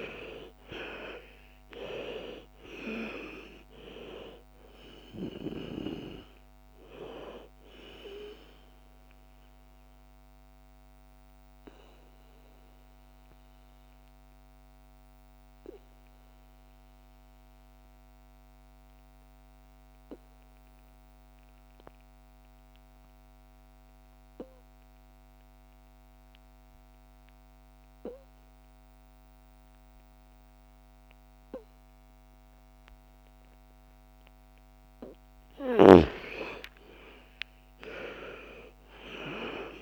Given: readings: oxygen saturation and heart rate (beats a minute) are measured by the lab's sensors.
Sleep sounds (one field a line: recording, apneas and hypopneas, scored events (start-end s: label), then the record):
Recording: breathing in sleep by a microphone on the trachea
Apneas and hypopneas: 1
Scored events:
0.00-1.00 s: arousal
0.00-18.50 s: oxygen desaturation (device-marked, oxygen 81% lowest, heart rate 55 extreme)
9.50-34.00 s: obstructive apnea (oxygen 99% before, 77% lowest, heart rate 63 before, 55 extreme, up 12 after)
32.50-39.82 s: oxygen desaturation (device-marked, oxygen 99% before, 81% lowest, heart rate 57 before, 55 extreme)
36.00-39.82 s: arousal
From the record:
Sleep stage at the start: N2 (light sleep)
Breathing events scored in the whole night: 736 in 7.4 hours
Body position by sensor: on the back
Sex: female